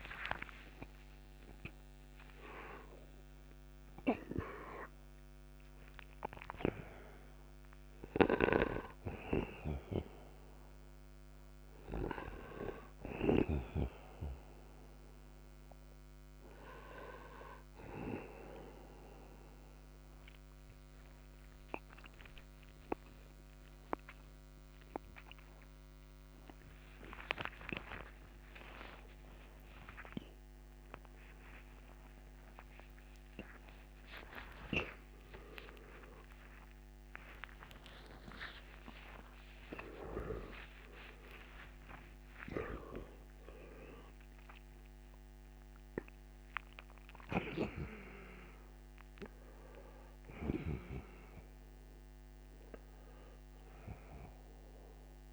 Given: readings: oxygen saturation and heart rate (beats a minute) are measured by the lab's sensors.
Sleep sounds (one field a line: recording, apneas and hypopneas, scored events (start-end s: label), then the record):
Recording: a person awake in a sleep study, by a microphone on the trachea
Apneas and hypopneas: none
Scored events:
0.00-20.50 s: oxygen desaturation (device-marked, oxygen 89% lowest, heart rate 64 extreme)
From the record:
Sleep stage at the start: awake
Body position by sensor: on the right side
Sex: male